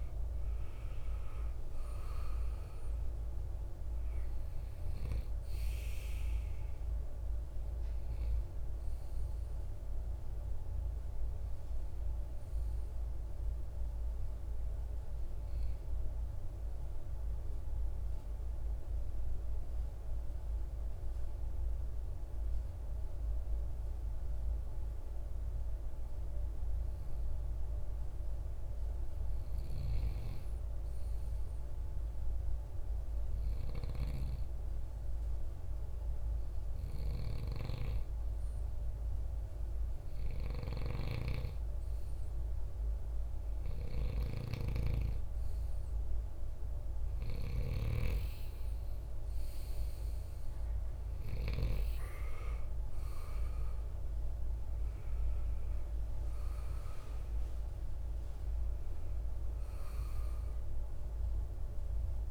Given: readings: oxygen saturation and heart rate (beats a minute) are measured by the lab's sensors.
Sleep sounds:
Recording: breathing in sleep by a room microphone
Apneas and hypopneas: 1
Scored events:
0.00-23.50 s: oxygen desaturation (device-marked, oxygen 91% lowest, heart rate 55 extreme)
14.00-29.50 s: hypopnea (oxygen 99% before, 91% lowest, heart rate 62 before, 55 extreme, up 5 after)
35.50-39.50 s: arousal
36.50-55.50 s: oxygen desaturation (device-marked, oxygen 98% before, 92% lowest, heart rate 57 before, 51 extreme)
39.50-50.50 s: snoring (device-marked)
From the record:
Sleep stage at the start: N2 (light sleep)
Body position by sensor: on the right side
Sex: male

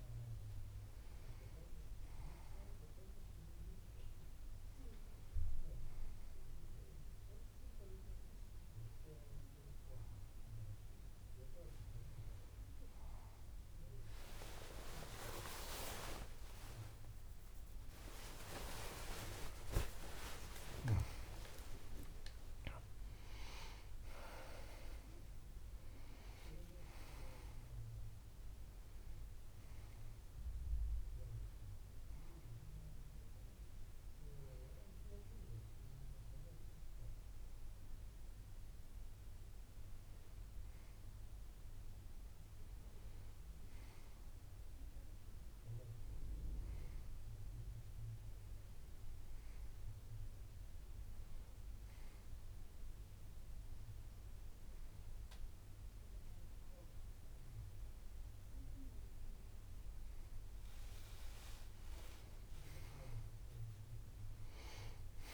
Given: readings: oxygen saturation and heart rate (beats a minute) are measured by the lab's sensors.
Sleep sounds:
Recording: a person partly awake in a sleep study, by a room microphone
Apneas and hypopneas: none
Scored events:
19.00-49.00 s: new sleep stage, N1 (lightest sleep)
49.00-65.34 s: new sleep stage, N2 (light sleep)
62.50-65.34 s: arousal
From the record:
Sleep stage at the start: awake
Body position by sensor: on the back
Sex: male

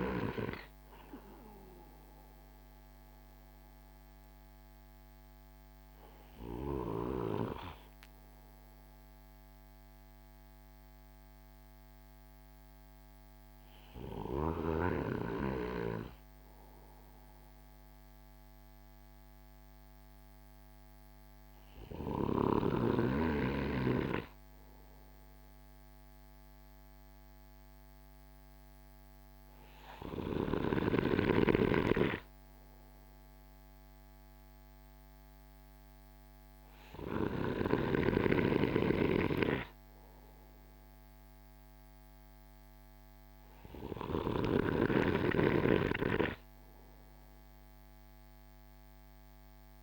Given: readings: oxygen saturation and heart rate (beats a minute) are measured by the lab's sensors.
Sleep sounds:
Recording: breathing in sleep by a microphone on the trachea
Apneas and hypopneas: none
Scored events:
none scored
From the record:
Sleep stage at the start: N2 (light sleep)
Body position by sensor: on the right side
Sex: male

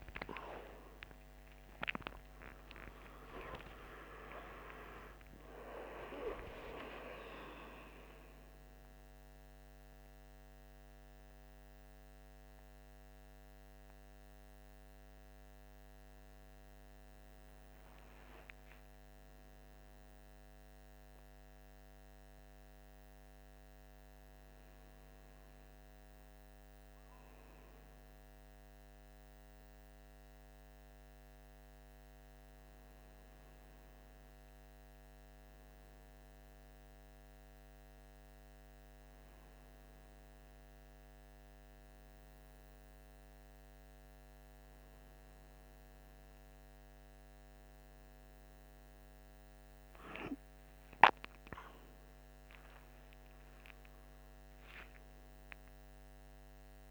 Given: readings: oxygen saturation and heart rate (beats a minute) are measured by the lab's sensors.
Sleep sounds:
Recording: a person awake in a sleep study, by a microphone on the trachea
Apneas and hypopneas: none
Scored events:
none scored
From the record:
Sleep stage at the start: awake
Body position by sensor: on the right side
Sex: male

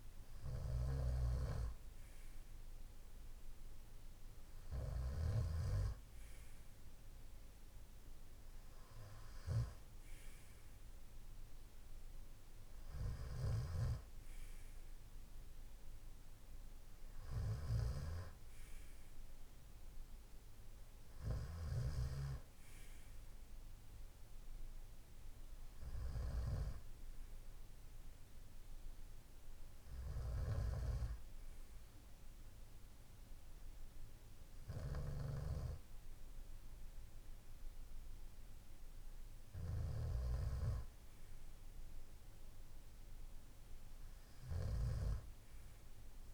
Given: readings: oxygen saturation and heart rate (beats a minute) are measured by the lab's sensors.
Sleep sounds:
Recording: breathing in sleep by a room microphone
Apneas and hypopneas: none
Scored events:
0.00-4.50 s: snoring (device-marked)
12.50-46.34 s: snoring (device-marked)
From the record:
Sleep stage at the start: N2 (light sleep)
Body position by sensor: on the right side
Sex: male

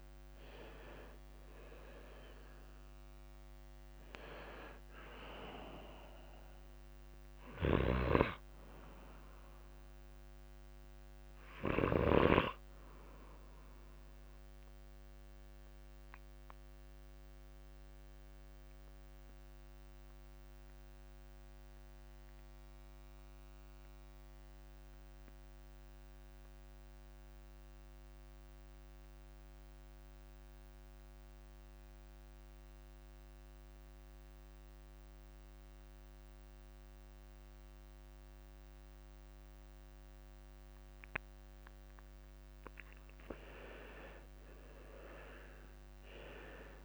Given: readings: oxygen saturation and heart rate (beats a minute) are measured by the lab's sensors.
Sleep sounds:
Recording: breathing in sleep by a microphone on the trachea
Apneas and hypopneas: 1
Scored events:
0.00-2.00 s: long interval between heartbeats (device-marked)
0.00-31.50 s: oxygen desaturation (device-marked, oxygen 72% lowest)
4.00-6.00 s: long interval between heartbeats (device-marked, heart rate 30 before, 45 extreme)
7.00-9.00 s: long interval between heartbeats (device-marked, heart rate 35 before, 36 extreme)
9.00-11.00 s: long interval between heartbeats (device-marked, heart rate 38 before, 41 extreme)
14.00-16.00 s: long interval between heartbeats (device-marked, heart rate 46 before, 57 extreme)
15.50-41.50 s: obstructive apnea (oxygen 82% before, 72% lowest)
19.50-21.50 s: long interval between heartbeats (device-marked, heart rate 51 before, 57 extreme)
22.50-24.50 s: long interval between heartbeats (device-marked, heart rate 51 before, 47 extreme)
29.00-31.00 s: long interval between heartbeats (device-marked, heart rate 51 before, 46 extreme)
35.00-37.00 s: long interval between heartbeats (device-marked, heart rate 49 before, 35 extreme)
39.50-46.85 s: oxygen desaturation (device-marked, oxygen 98% before, 81% lowest)
43.50-46.50 s: arousal
44.00-46.00 s: long interval between heartbeats (device-marked, heart rate 38 before, 27 extreme)
From the record:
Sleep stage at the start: N2 (light sleep)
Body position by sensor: on the left side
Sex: male

